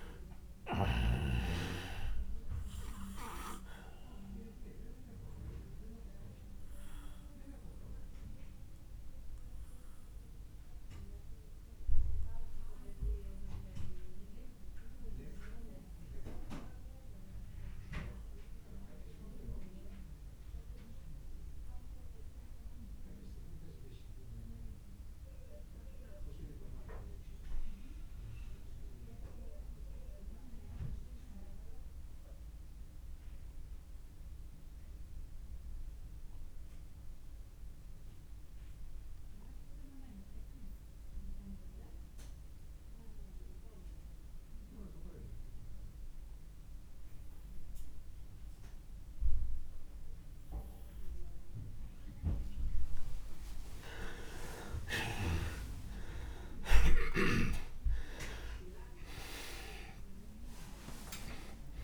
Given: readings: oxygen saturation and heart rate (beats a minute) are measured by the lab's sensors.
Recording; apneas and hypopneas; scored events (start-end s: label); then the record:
breathing in sleep by a room microphone; 1
0.00-25.00 s: oxygen desaturation (device-marked, oxygen 89% lowest)
2.50-52.50 s: obstructive apnea (oxygen 99% before, 82% lowest)
41.00-61.83 s: oxygen desaturation (device-marked, oxygen 98% before, 82% lowest)
55.00-59.50 s: arousal
From the record:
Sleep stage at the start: N2 (light sleep); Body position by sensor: on the back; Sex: male